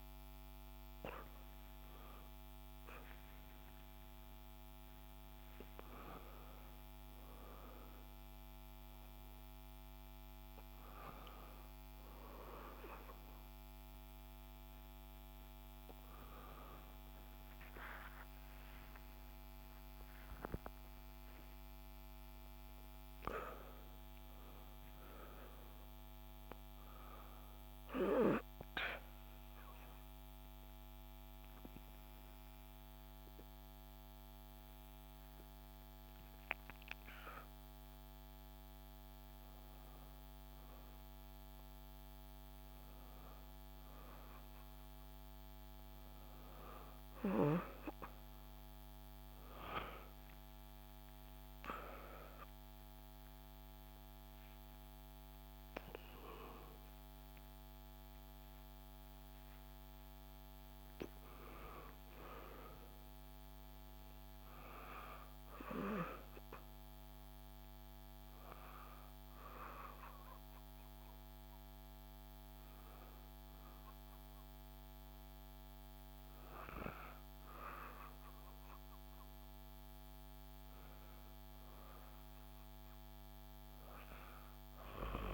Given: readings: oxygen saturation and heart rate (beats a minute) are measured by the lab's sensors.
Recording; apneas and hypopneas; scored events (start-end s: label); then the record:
breathing in sleep by a microphone on the trachea; 1
17.50-21.00 s: arousal
29.00-39.00 s: obstructive apnea (oxygen 97% before, 94% lowest, heart rate 76 before, 71 extreme)
48.00-52.50 s: arousal
51.50-53.50 s: long interval between heartbeats (device-marked, heart rate 76 before, 94 extreme)
From the record:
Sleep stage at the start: N1 (lightest sleep); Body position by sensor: on the back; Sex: female